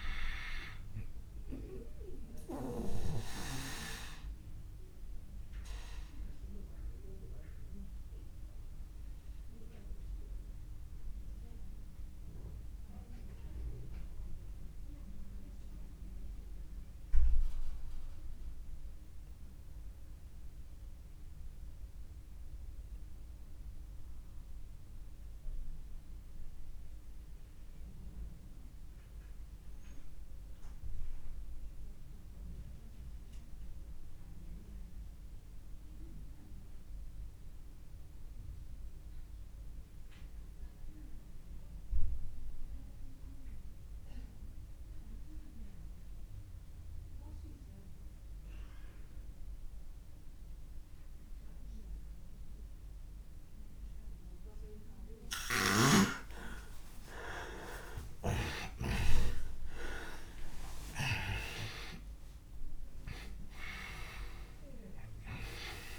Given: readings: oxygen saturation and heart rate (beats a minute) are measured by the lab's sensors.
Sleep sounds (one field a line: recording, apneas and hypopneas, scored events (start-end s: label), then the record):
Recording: breathing in sleep by a room microphone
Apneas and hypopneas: 1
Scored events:
0.00-23.50 s: oxygen desaturation (device-marked, oxygen 81% lowest)
2.50-54.50 s: obstructive apnea (oxygen 96% before, 80% lowest)
39.50-65.99 s: oxygen desaturation (device-marked, oxygen 99% before, 80% lowest)
56.50-61.50 s: arousal
From the record:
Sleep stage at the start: N2 (light sleep)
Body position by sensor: on the back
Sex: male